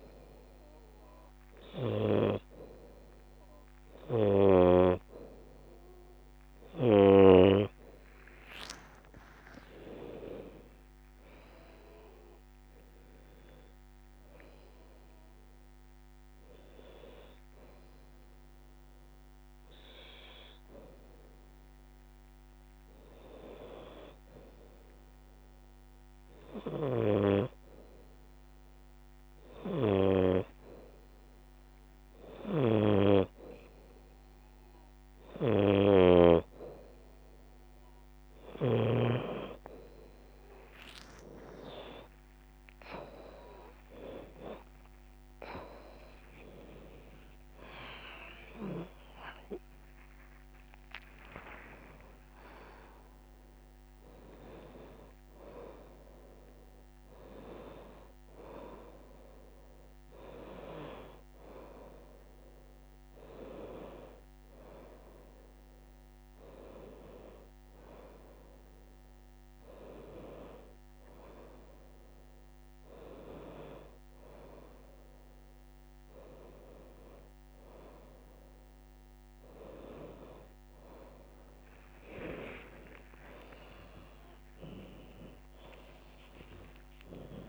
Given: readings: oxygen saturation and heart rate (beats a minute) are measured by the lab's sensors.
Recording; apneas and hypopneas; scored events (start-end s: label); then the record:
a person awake in a sleep study, by a microphone on the trachea; none
5.50-10.00 s: arousal
11.00-41.00 s: new sleep stage, N2 (light sleep)
14.00-29.00 s: oxygen desaturation (device-marked, oxygen 93% before, 90% lowest, heart rate 89 before, 83 extreme)
41.00-87.49 s: new sleep stage, awake
44.00-46.00 s: long interval between heartbeats (device-marked, heart rate 89 before, 102 extreme)
52.00-54.00 s: long interval between heartbeats (device-marked, heart rate 95 before, 125 extreme)
55.00-57.00 s: long interval between heartbeats (device-marked, heart rate 102 before, 135 extreme)
59.50-61.50 s: long interval between heartbeats (device-marked, heart rate 111 before, 96 extreme)
60.00-82.00 s: drop in pulse transit time (device-marked, heart rate 111 before, 92 extreme)
81.00-83.00 s: long interval between heartbeats (device-marked, heart rate 99 before, 104 extreme)
86.00-87.49 s: long interval between heartbeats (device-marked, heart rate 99 before, 139 extreme)
From the record:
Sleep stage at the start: N1 (lightest sleep); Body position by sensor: upright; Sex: female